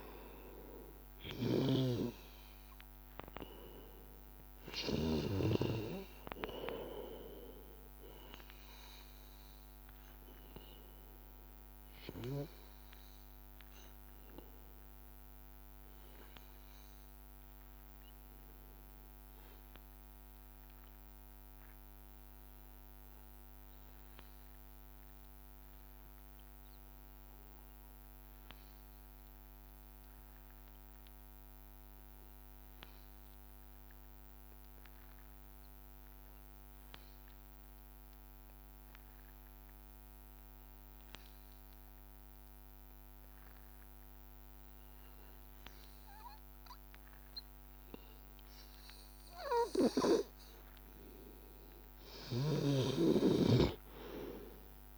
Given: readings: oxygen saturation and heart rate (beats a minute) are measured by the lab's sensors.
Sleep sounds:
breathing in sleep by a microphone on the trachea; 1
0.00-22.00 s: oxygen desaturation (device-marked, oxygen 92% lowest, heart rate 81 extreme)
15.00-50.00 s: hypopnea (oxygen 96% before, 91% lowest, heart rate 84 before, 81 extreme, up 2 after)
40.00-54.98 s: oxygen desaturation (device-marked, oxygen 98% before, 91% lowest, heart rate 82 before, 81 extreme)
51.50-54.98 s: arousal
From the record:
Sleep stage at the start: N2 (light sleep); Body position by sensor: on the back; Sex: male

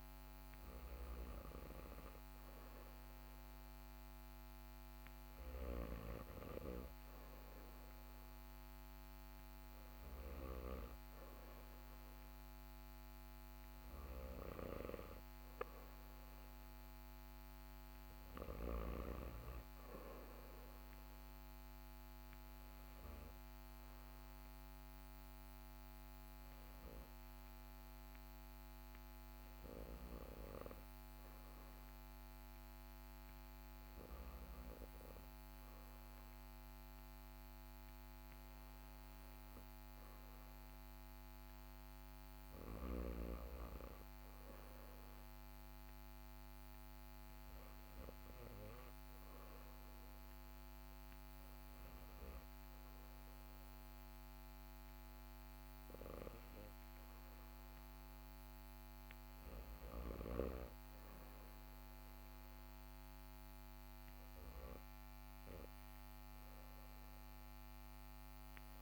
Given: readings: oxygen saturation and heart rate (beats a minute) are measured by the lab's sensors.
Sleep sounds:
breathing in sleep by a microphone on the trachea; none
none scored
From the record:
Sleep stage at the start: REM sleep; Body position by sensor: on the back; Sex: male

